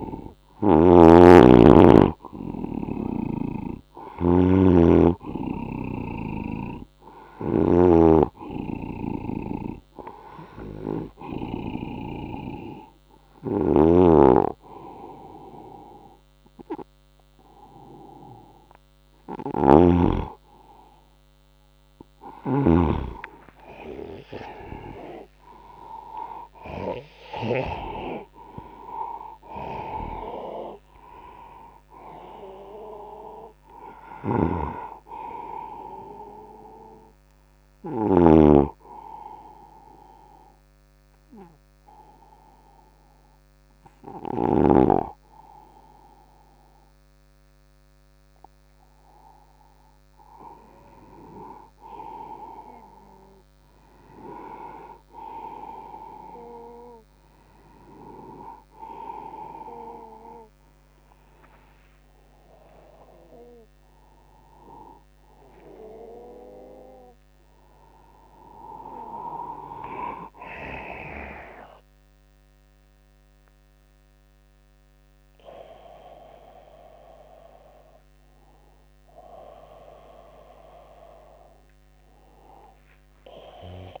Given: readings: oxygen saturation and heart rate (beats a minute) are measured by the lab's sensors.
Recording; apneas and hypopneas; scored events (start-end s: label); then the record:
a person partly awake in a sleep study, by a microphone on the trachea; none
0.00-11.00 s: snoring (device-marked)
13.00-27.50 s: snoring (device-marked)
26.50-31.00 s: arousal
33.50-38.00 s: snoring (device-marked)
54.00-84.00 s: new sleep stage, awake
From the record:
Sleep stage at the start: N2 (light sleep); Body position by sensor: on the right side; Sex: male